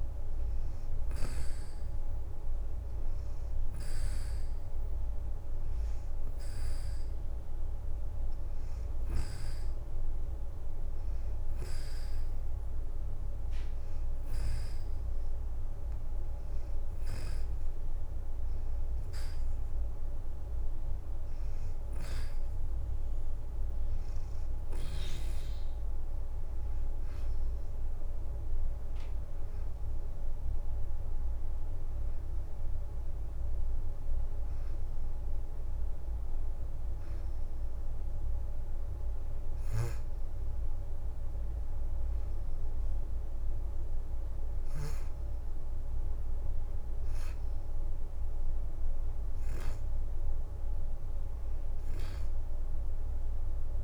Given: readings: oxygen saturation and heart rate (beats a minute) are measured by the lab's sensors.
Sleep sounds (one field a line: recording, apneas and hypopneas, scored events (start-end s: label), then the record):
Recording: breathing in sleep, hard to hear, by a room microphone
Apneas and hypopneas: 1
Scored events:
4.00-22.50 s: hypopnea (oxygen 91% before, 87% lowest, heart rate 86 before, 85 extreme, up 4 after)
26.50-31.00 s: arousal
40.50-48.00 s: leg movement (device-marked)
51.00-52.00 s: leg movement (device-marked)
From the record:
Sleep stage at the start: N2 (light sleep)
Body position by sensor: on the back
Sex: female